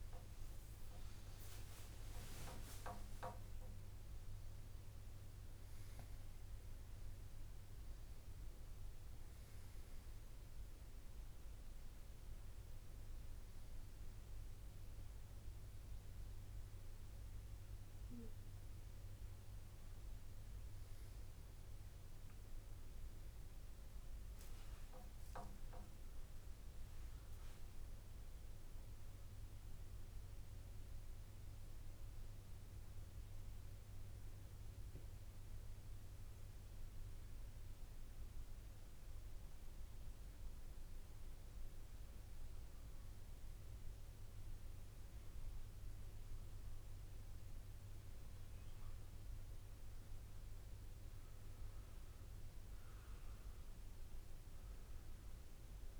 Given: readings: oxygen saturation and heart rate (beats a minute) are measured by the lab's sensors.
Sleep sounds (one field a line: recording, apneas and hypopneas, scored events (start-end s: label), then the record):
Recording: a person partly awake in a sleep study, hard to hear, by a room microphone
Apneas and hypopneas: 1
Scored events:
0.00-2.00 s: long interval between heartbeats (device-marked, heart rate 90 before, 88 extreme)
0.00-6.50 s: oxygen desaturation (device-marked, oxygen 90% lowest)
3.50-5.50 s: long interval between heartbeats (device-marked, heart rate 84 before, 95 extreme)
12.50-42.50 s: new sleep stage, N1 (lightest sleep)
30.00-41.00 s: hypopnea (oxygen 99% before, 96% lowest, heart rate 63 before, 58 extreme)
42.50-56.00 s: new sleep stage, N2 (light sleep)
43.00-48.50 s: arousal
From the record:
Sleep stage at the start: awake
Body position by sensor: on the right side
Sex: male